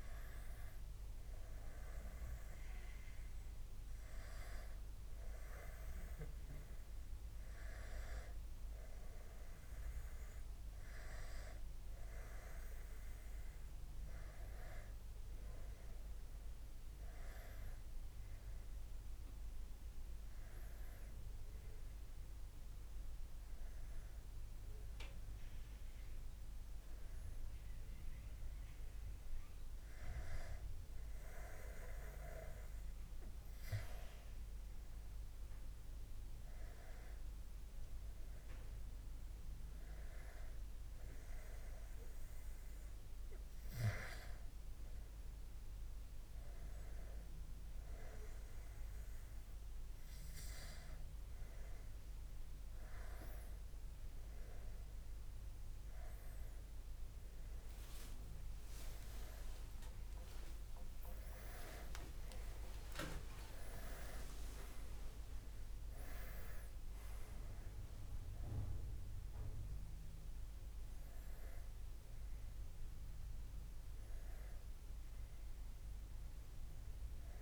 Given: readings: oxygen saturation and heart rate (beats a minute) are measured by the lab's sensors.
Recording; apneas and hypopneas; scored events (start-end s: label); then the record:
a person awake in a sleep study, by a room microphone; none
59.50-64.00 s: arousal
From the record:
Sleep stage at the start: awake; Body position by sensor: on the back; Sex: male